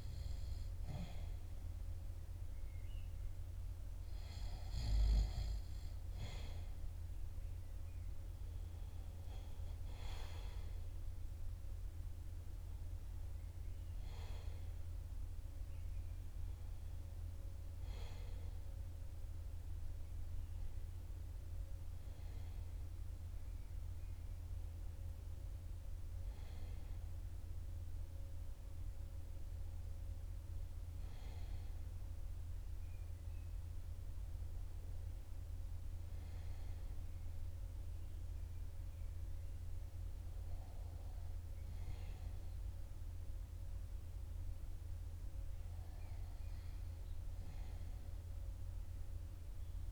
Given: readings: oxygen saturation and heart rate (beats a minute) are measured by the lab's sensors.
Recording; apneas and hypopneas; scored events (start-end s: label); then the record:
breathing in sleep, hard to hear, by a room microphone; none
7.50-13.50 s: arousal
From the record:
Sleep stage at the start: REM sleep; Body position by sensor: on the back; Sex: male